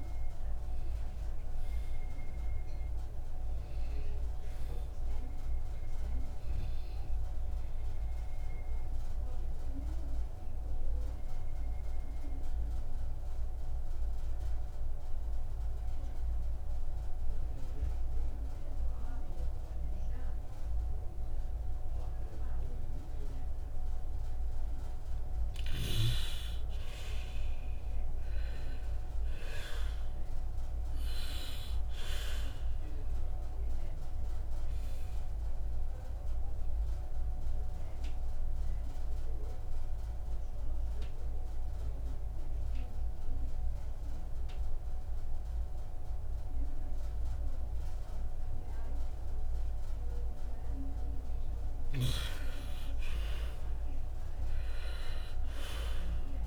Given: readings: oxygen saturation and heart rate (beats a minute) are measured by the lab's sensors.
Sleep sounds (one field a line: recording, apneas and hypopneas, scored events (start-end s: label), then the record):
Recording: breathing in sleep by a room microphone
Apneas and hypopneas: 2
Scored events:
0.00-17.00 s: oxygen desaturation (device-marked, oxygen 81% lowest, heart rate 58 extreme)
8.50-24.50 s: obstructive apnea (oxygen 98% before, 81% lowest, heart rate 64 before, 58 extreme)
26.50-30.50 s: arousal
33.00-52.00 s: oxygen desaturation (device-marked, oxygen 99% before, 85% lowest, heart rate 62 before, 59 extreme)
34.00-51.00 s: obstructive apnea (oxygen 99% before, 82% lowest, heart rate 61 before, 59 extreme, up 0 after)
53.50-56.46 s: arousal
From the record:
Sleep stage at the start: N2 (light sleep)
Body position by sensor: on the left side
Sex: male